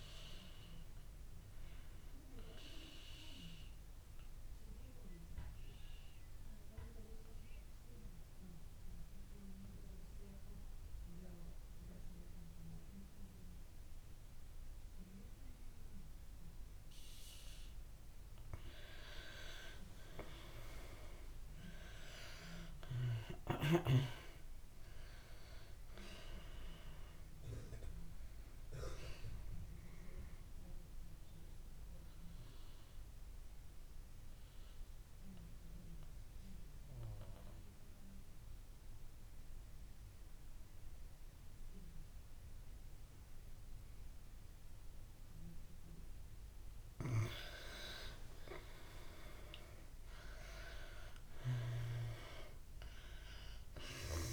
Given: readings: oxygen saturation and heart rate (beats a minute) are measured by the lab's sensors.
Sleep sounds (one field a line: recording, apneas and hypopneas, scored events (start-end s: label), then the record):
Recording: breathing in sleep by a room microphone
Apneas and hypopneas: 2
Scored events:
0.00-18.00 s: oxygen desaturation (device-marked, oxygen 83% lowest)
4.50-19.00 s: mixed apnea (oxygen 95% before, 82% lowest)
22.50-25.50 s: arousal
23.00-45.00 s: oxygen desaturation (device-marked, oxygen 96% before, 83% lowest)
31.00-46.00 s: mixed apnea (oxygen 96% before, 82% lowest)
48.00-51.50 s: arousal
52.00-54.33 s: oxygen desaturation (device-marked, oxygen 96% before, 82% lowest)
From the record:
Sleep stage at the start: N2 (light sleep)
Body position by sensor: on the back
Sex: female